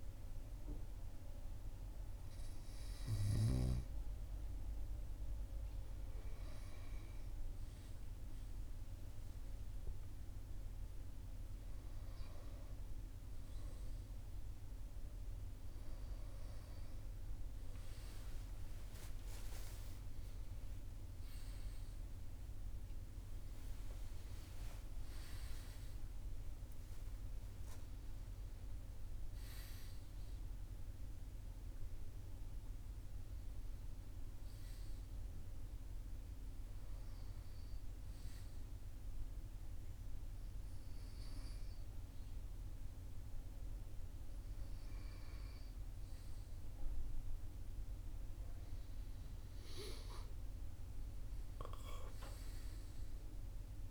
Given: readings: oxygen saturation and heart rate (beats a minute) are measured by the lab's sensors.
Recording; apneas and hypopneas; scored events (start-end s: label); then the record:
a person awake in a sleep study, hard to hear, by a room microphone; none
3.00-33.00 s: new sleep stage, awake
33.00-53.91 s: new sleep stage, N1 (lightest sleep)
From the record:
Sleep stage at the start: N2 (light sleep); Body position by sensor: on the right side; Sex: male